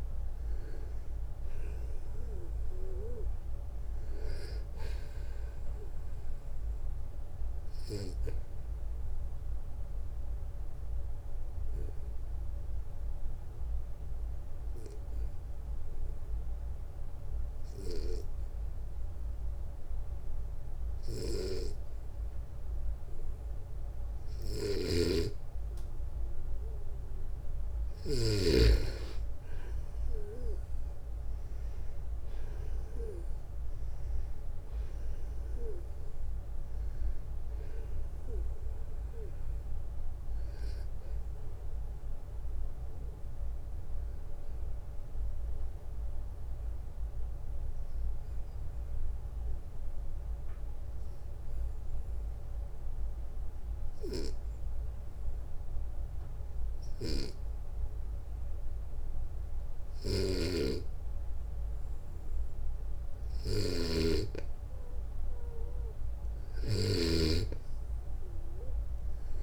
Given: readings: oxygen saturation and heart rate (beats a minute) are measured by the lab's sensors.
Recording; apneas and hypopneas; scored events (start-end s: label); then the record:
breathing in sleep by a room microphone; 2
0.00-2.50 s: arousal
8.50-25.50 s: obstructive apnea (oxygen 96% before, 91% lowest, heart rate 63 before, 56 extreme, up 9 after)
24.00-27.50 s: snoring (device-marked)
30.50-34.50 s: arousal
44.50-63.00 s: obstructive apnea (oxygen 97% before, 91% lowest, heart rate 65 before, 55 extreme, up 6 after)
48.00-59.00 s: oxygen desaturation (device-marked, oxygen 96% before, 91% lowest, heart rate 65 before, 56 extreme)
59.50-66.50 s: snoring (device-marked)
From the record:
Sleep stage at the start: N2 (light sleep); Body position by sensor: on the back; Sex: male